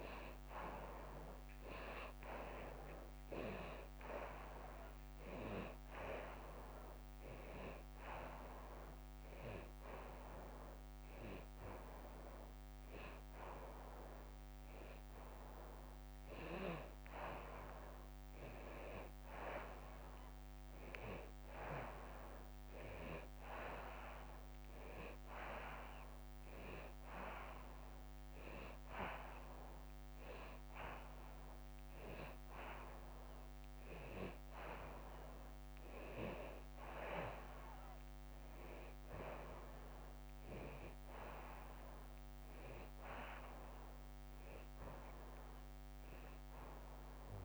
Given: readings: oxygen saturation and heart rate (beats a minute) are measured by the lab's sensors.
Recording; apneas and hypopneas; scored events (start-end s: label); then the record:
a person awake in a sleep study, by a microphone on the trachea; none
none scored
From the record:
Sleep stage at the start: awake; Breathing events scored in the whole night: 412 in 3.8 hours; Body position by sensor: on the back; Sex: female